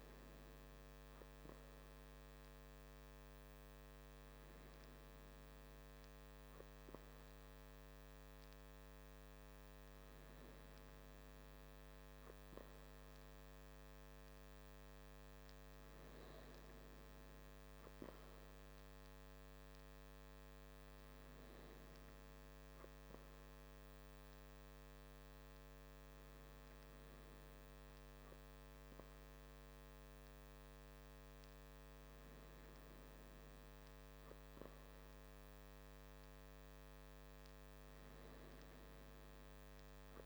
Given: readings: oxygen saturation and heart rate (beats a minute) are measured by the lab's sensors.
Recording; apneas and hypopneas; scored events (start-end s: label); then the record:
breathing in sleep, hard to hear, by a microphone on the trachea; none
none scored
From the record:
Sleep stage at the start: N3 (deep sleep); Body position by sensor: on the back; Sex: male